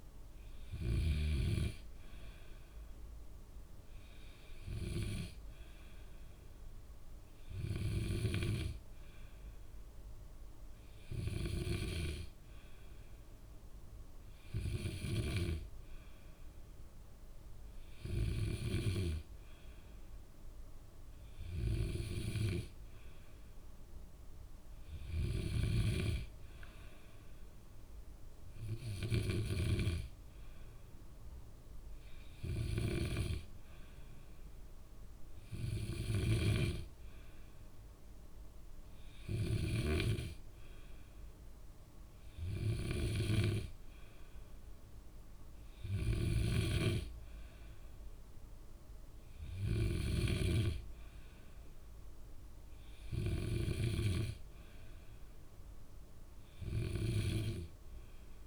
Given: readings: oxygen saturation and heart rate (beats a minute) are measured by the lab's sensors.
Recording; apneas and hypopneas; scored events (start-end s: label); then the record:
breathing in sleep by a room microphone; none
46.50-50.50 s: snoring (device-marked)
From the record:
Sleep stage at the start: N2 (light sleep); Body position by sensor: on the back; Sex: male